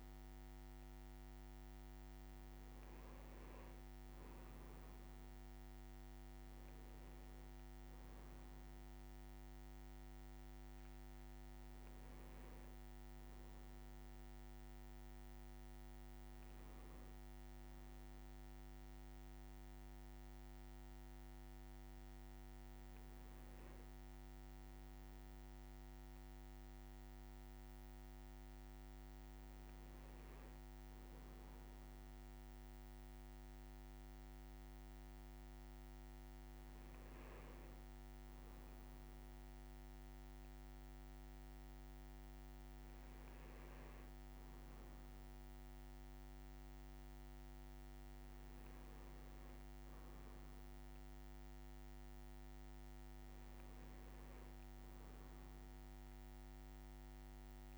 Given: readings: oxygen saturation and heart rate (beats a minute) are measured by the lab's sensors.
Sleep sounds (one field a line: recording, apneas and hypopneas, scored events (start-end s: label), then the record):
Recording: breathing in sleep, hard to hear, by a microphone on the trachea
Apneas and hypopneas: none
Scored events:
none scored
From the record:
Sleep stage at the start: N1 (lightest sleep)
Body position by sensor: on the right side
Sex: male